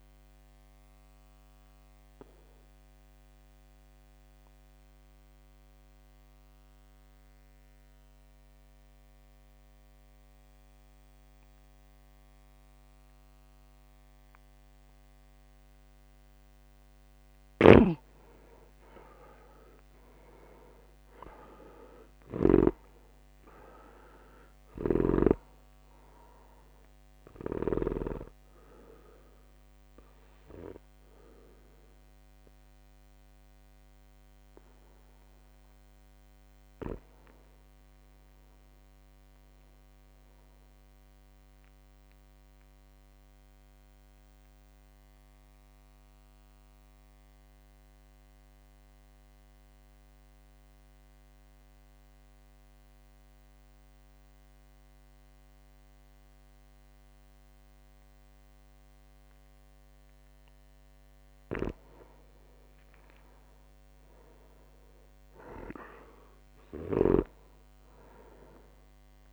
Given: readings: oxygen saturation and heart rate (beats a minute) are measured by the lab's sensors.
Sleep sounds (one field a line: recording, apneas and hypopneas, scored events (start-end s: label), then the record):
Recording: breathing in sleep by a microphone on the trachea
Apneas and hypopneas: 3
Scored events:
1.00-16.50 s: obstructive apnea (oxygen 99% before, 91% lowest, heart rate 57 before, 55 extreme, up 7 after)
17.50-22.50 s: snoring (device-marked)
19.00-23.00 s: arousal
19.50-21.50 s: long interval between heartbeats (device-marked, heart rate 57 before, 60 extreme)
19.50-27.50 s: drop in pulse transit time (device-marked, heart rate 57 before, 56 extreme)
24.50-28.00 s: snoring (device-marked)
24.50-48.50 s: oxygen desaturation (device-marked, oxygen 98% before, 91% lowest, heart rate 58 before, 55 extreme)
27.50-37.50 s: obstructive apnea (oxygen 99% before, 91% lowest, heart rate 58 before, 55 extreme, up 14 after)
38.50-40.50 s: arousal
38.50-40.50 s: long interval between heartbeats (device-marked, heart rate 58 before, 66 extreme)
40.50-53.50 s: drop in pulse transit time (device-marked, heart rate 59 before, 57 extreme)
42.50-60.00 s: mixed apnea (oxygen 98% before, 93% lowest, heart rate 60 before, 55 extreme, up 3 after)
61.50-67.50 s: snoring (device-marked)
63.00-67.00 s: arousal
From the record:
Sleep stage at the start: N2 (light sleep)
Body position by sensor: on the back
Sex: male